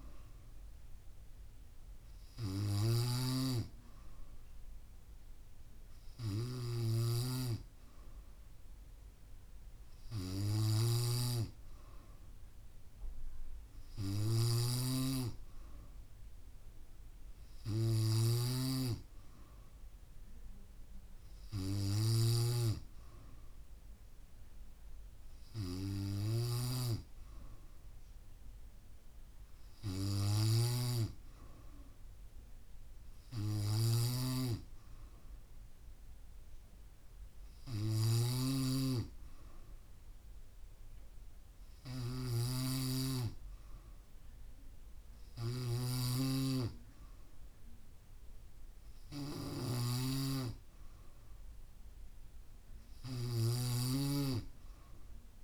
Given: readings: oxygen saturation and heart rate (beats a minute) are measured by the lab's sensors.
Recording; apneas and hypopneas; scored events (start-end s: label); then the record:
breathing in sleep by a room microphone; none
0.00-55.44 s: snoring (device-marked)
From the record:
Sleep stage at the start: N3 (deep sleep); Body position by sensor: on the back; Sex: female